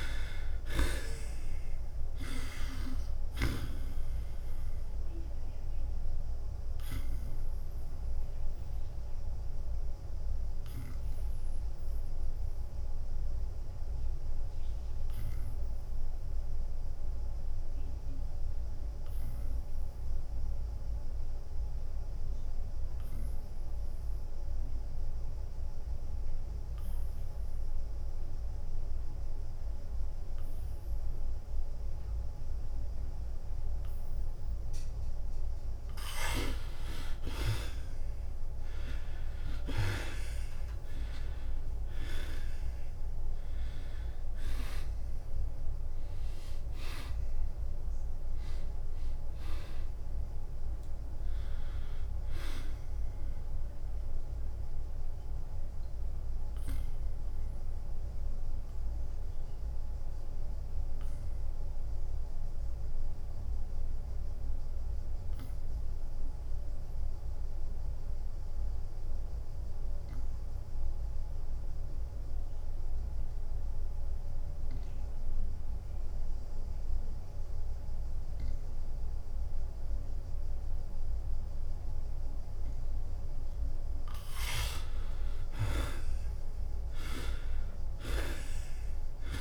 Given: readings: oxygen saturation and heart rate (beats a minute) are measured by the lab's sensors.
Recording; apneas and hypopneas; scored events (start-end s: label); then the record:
breathing in sleep by a room microphone; 2
0.00-1.50 s: arousal
0.00-10.00 s: drop in pulse transit time (device-marked, heart rate 89 extreme)
0.00-24.00 s: oxygen desaturation (device-marked, oxygen 77% lowest, heart rate 81 extreme)
5.50-35.00 s: obstructive apnea (oxygen 98% before, 77% lowest, heart rate 90 before, 81 extreme, up 9 after)
37.50-42.50 s: arousal
40.00-55.00 s: drop in pulse transit time (device-marked, heart rate 87 before, 89 extreme)
54.50-83.50 s: obstructive apnea (oxygen 98% before, 81% lowest, heart rate 91 before, 86 extreme, up 6 after)
62.00-70.00 s: oxygen desaturation (device-marked, oxygen 95% before, 81% lowest, heart rate 92 before, 86 extreme)
84.00-89.41 s: oxygen desaturation (device-marked, oxygen 98% before, 92% lowest, heart rate 88 before, 86 extreme)
85.00-89.41 s: drop in pulse transit time (device-marked, heart rate 88 before, 89 extreme)
86.50-89.41 s: arousal
From the record:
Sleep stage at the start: N2 (light sleep); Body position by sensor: on the back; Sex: male